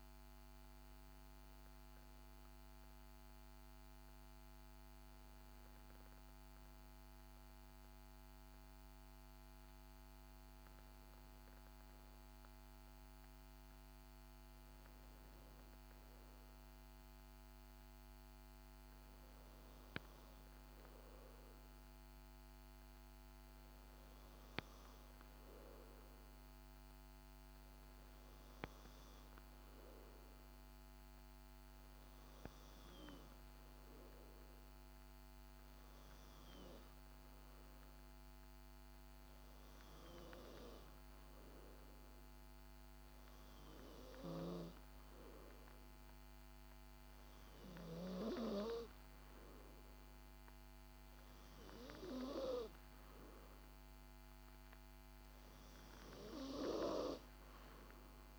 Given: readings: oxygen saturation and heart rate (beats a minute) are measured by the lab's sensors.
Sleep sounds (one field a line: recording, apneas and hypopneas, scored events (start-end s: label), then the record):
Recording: breathing in sleep by a microphone on the trachea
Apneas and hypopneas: none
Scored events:
0.00-1.50 s: long interval between heartbeats (device-marked, heart rate 75 extreme)
3.00-5.00 s: long interval between heartbeats (device-marked, heart rate 80 before, 70 extreme)
7.50-9.50 s: long interval between heartbeats (device-marked, heart rate 81 before, 71 extreme)
9.50-11.50 s: long interval between heartbeats (device-marked, heart rate 79 before, 81 extreme)
15.00-17.00 s: long interval between heartbeats (device-marked, heart rate 74 before, 70 extreme)
18.00-20.00 s: long interval between heartbeats (device-marked, heart rate 74 before, 85 extreme)
21.50-23.50 s: long interval between heartbeats (device-marked, heart rate 76 before, 89 extreme)
26.00-28.00 s: long interval between heartbeats (device-marked, heart rate 83 before, 96 extreme)
31.00-33.00 s: long interval between heartbeats (device-marked, heart rate 85 before, 79 extreme)
From the record:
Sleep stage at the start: N2 (light sleep)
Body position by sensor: on the back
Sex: female